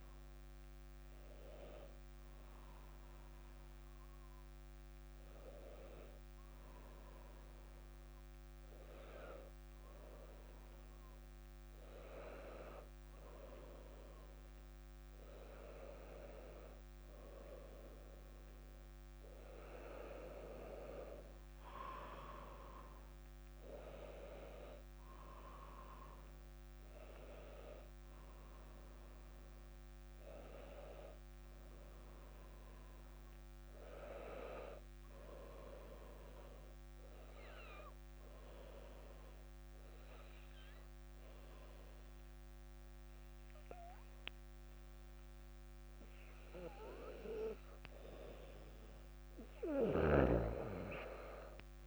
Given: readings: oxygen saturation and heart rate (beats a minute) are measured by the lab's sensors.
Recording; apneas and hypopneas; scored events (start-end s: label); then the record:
breathing in sleep by a microphone on the trachea; 1
26.00-29.50 s: arousal
37.00-47.50 s: obstructive apnea (oxygen 98% before, 93% lowest, heart rate 64 before, 58 extreme, up 2 after)
50.00-51.87 s: arousal
From the record:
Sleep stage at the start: N2 (light sleep); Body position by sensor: on the back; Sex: female